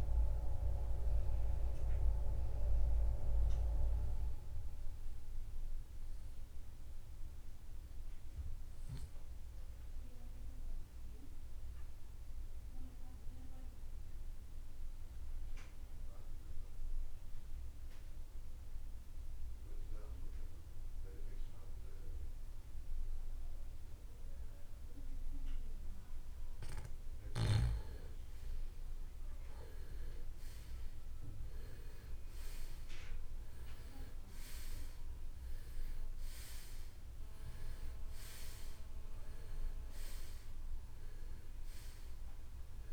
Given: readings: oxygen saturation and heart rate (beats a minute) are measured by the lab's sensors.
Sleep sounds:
breathing in sleep by a room microphone; 1
9.00-26.00 s: obstructive apnea (oxygen 98% before, 84% lowest, heart rate 68 before, 51 extreme, up 18 after)
18.00-42.93 s: oxygen desaturation (device-marked, oxygen 98% before, 84% lowest, heart rate 67 before, 49 extreme)
29.00-33.50 s: arousal
From the record:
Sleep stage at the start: REM sleep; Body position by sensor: on the right side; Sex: male

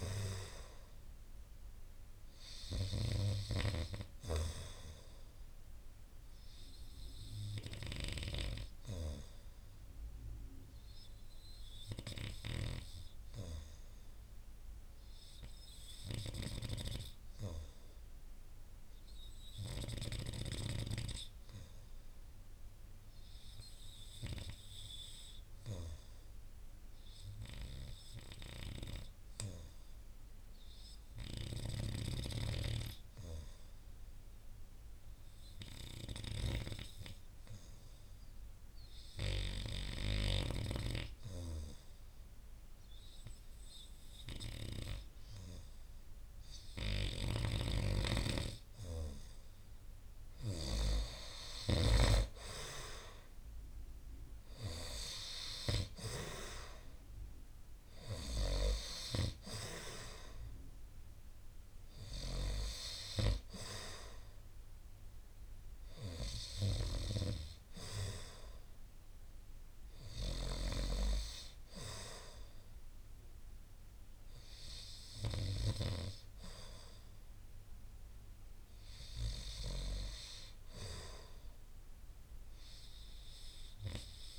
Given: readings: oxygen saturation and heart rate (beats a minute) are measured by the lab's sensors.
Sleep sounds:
breathing in sleep by a room microphone; 1
3.50-8.50 s: snoring (device-marked)
10.00-49.00 s: obstructive apnea (oxygen 94% before, 88% lowest)
31.50-70.50 s: oxygen desaturation (device-marked, oxygen 96% before, 88% lowest)
47.00-51.00 s: snoring (device-marked)
52.50-56.50 s: arousal
From the record:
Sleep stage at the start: N2 (light sleep); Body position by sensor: on the right side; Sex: male

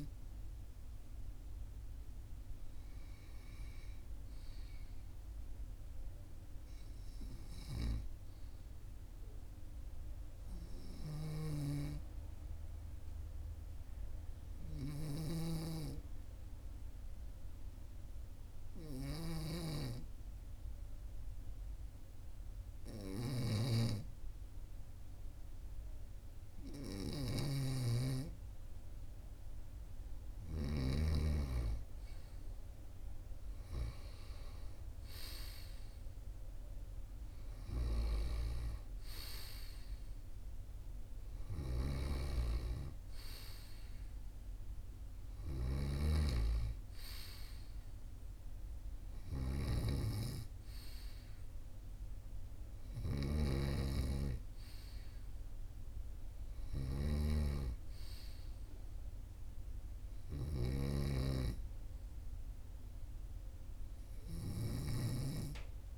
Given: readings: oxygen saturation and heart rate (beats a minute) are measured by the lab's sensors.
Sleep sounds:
breathing in sleep by a room microphone; 1
12.00-29.00 s: obstructive apnea (oxygen 98% before, 95% lowest, heart rate 43 before, 42 extreme, up 1 after)
30.50-33.50 s: arousal
49.50-53.50 s: snoring (device-marked)
From the record:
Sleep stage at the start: N2 (light sleep); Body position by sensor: on the right side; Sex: male

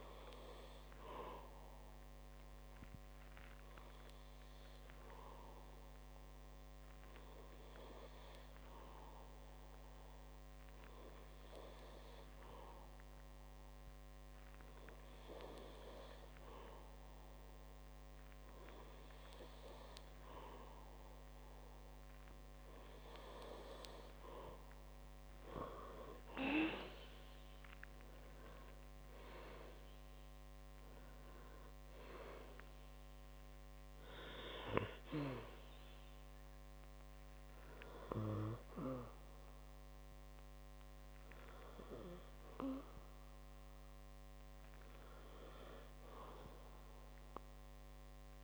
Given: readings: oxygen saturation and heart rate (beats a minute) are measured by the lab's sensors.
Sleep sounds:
breathing in sleep by a microphone on the trachea; 1
0.00-21.00 s: oxygen desaturation (device-marked, oxygen 93% lowest, heart rate 59 extreme)
1.00-21.50 s: hypopnea (heart rate 72 before, 57 extreme, up 12 after)
43.00-48.44 s: new sleep stage, awake
From the record:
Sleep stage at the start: N2 (light sleep); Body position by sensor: on the back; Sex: male

